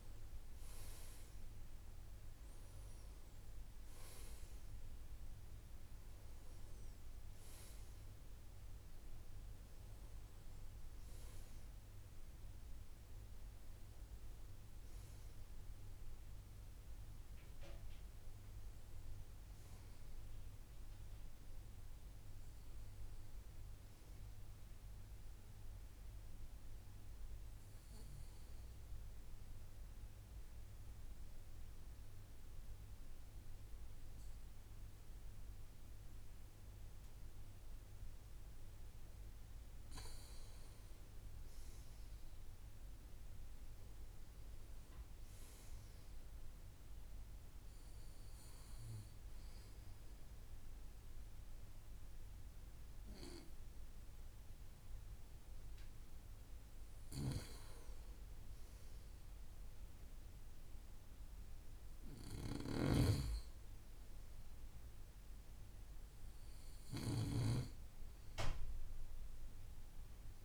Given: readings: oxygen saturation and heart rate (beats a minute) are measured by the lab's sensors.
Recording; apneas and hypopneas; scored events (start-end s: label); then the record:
breathing in sleep by a room microphone; 1
0.00-1.50 s: oxygen desaturation (device-marked, oxygen 90% lowest, heart rate 59 extreme)
21.00-25.00 s: arousal
29.50-39.50 s: obstructive apnea (oxygen 98% before, 93% lowest, heart rate 59 before, 55 extreme, up 5 after)
41.00-45.50 s: arousal
From the record:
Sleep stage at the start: N2 (light sleep); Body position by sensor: on the right side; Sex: male